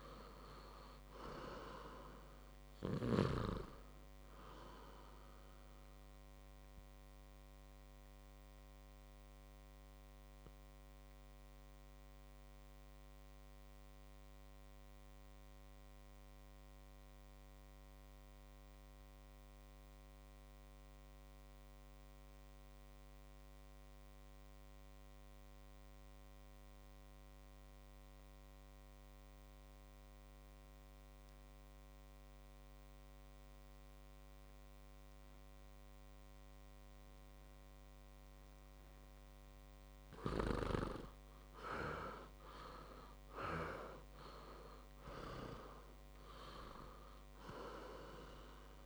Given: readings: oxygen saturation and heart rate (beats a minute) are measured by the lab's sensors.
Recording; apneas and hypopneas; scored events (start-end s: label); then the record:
breathing in sleep by a microphone on the trachea; 1
0.00-1.00 s: arousal
0.00-21.00 s: oxygen desaturation (device-marked, oxygen 88% lowest, heart rate 56 extreme)
7.00-38.50 s: obstructive apnea (oxygen 99% before, 87% lowest, heart rate 63 before, 56 extreme, up 9 after)
35.00-48.85 s: oxygen desaturation (device-marked, oxygen 99% before, 87% lowest, heart rate 60 before, 56 extreme)
40.50-44.00 s: arousal
From the record:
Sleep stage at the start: N2 (light sleep); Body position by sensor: on the back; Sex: male